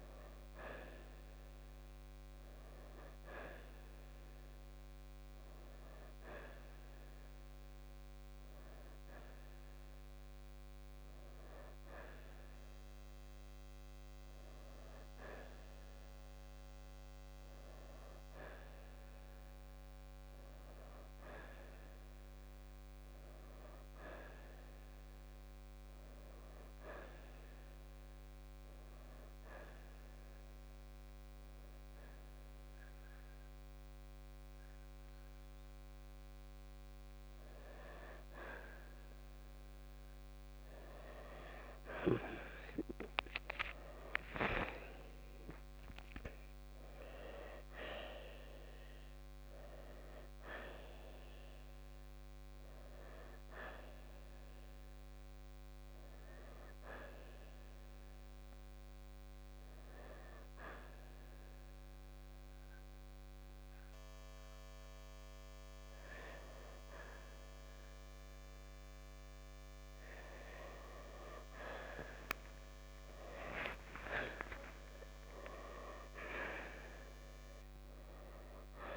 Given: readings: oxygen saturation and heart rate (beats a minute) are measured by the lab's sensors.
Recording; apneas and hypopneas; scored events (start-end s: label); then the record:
breathing in sleep by a microphone on the trachea; 2
0.00-3.50 s: arousal
22.00-25.50 s: arousal
28.00-38.50 s: hypopnea (oxygen 95% before, 88% lowest, heart rate 66 before, 59 extreme, up 7 after)
43.00-47.50 s: arousal
57.50-70.50 s: oxygen desaturation (device-marked, oxygen 92% before, 88% lowest, heart rate 67 before, 55 extreme)
58.00-68.00 s: hypopnea (oxygen 92% before, 88% lowest, heart rate 67 before, 55 extreme, up 5 after)
72.50-77.50 s: arousal
From the record:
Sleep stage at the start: N2 (light sleep); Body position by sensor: on the right side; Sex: male